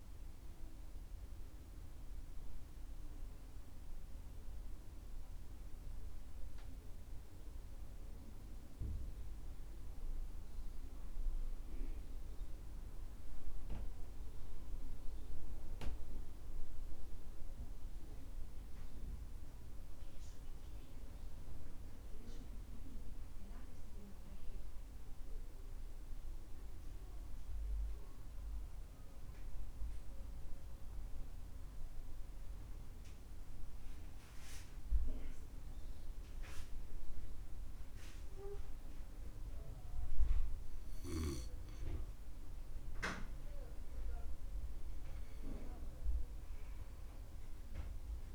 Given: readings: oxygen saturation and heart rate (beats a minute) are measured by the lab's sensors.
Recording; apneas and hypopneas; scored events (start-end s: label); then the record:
breathing in sleep by a room microphone; 1
0.00-13.50 s: oxygen desaturation (device-marked, oxygen 88% lowest, heart rate 64 extreme)
14.00-18.50 s: arousal
26.00-37.00 s: obstructive apnea (oxygen 98% before, 91% lowest, heart rate 67 before, 64 extreme, up 7 after)
36.50-48.35 s: oxygen desaturation (device-marked, oxygen 97% before, 91% lowest, heart rate 66 before, 65 extreme)
39.00-44.00 s: arousal
From the record:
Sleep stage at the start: N2 (light sleep); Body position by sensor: on the back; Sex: male